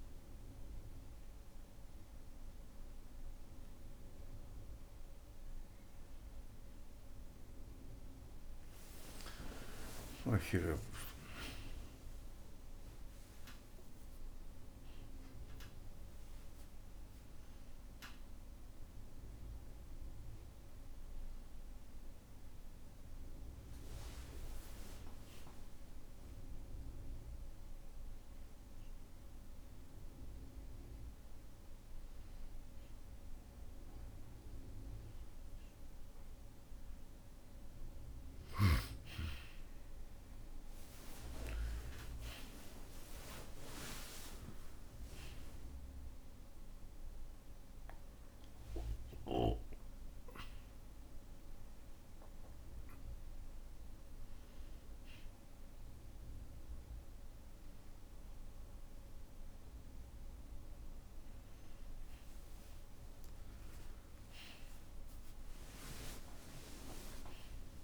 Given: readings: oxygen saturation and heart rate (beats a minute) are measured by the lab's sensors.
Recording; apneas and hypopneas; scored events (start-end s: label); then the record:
a person awake in a sleep study, by a room microphone; none
13.00-15.00 s: long interval between heartbeats (device-marked, heart rate 62 before, 71 extreme)
From the record:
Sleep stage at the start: awake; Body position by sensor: on the back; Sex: male